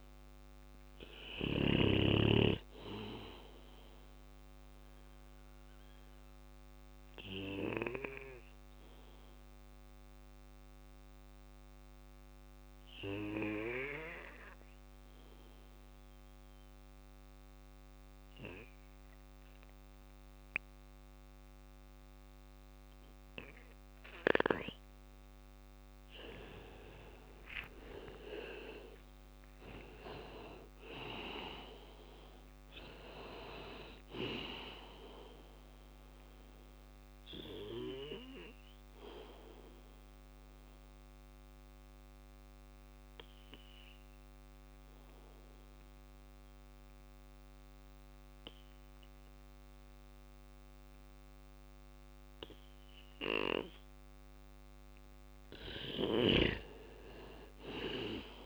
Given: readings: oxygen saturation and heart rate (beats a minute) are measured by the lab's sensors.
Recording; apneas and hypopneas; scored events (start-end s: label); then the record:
breathing in sleep by a microphone on the trachea; 2
0.00-6.00 s: drop in pulse transit time (device-marked, heart rate 58 extreme)
0.00-12.00 s: bradycardia (device-marked, heart rate 60 before, 57 extreme)
0.00-14.00 s: oxygen desaturation (device-marked, oxygen 91% lowest, heart rate 56 extreme)
2.50-23.50 s: obstructive apnea (oxygen 98% before, 91% lowest, heart rate 61 before, 55 extreme, up 3 after)
17.00-23.00 s: bradycardia (device-marked, heart rate 60 before, 59 extreme)
25.50-28.00 s: arousal
26.00-38.00 s: drop in pulse transit time (device-marked, heart rate 59 before, 56 extreme)
27.00-50.00 s: oxygen desaturation (device-marked, oxygen 99% before, 92% lowest, heart rate 59 before, 54 extreme)
31.00-50.00 s: bradycardia (device-marked, heart rate 60 before, 55 extreme)
37.00-54.00 s: obstructive apnea (oxygen 99% before, 92% lowest, heart rate 60 before, 54 extreme, up 3 after)
51.00-53.00 s: bradycardia (device-marked, heart rate 60 before, 59 extreme)
54.00-58.46 s: bradycardia (device-marked, heart rate 60 before, 54 extreme)
54.50-58.46 s: snoring (device-marked)
56.00-58.46 s: arousal
From the record:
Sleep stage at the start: N2 (light sleep); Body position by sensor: on the back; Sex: male